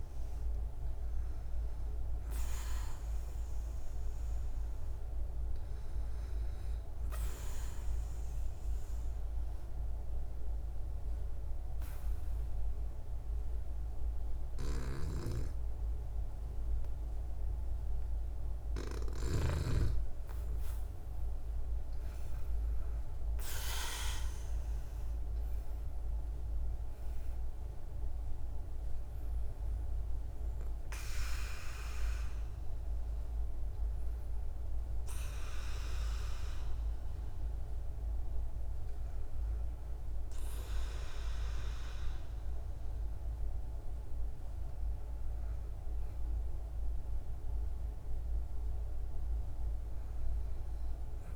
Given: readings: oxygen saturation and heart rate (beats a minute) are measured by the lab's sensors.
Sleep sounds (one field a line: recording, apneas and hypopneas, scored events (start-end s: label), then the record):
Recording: breathing in sleep by a room microphone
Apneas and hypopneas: 1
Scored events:
4.50-17.00 s: hypopnea (oxygen 97% before, 91% lowest, heart rate 59 before, 55 extreme, up 0 after)
19.00-23.50 s: arousal
20.00-47.00 s: oxygen desaturation (device-marked, oxygen 96% before, 91% lowest, heart rate 60 before, 54 extreme)
From the record:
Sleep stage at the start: N2 (light sleep)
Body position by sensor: on the back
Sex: female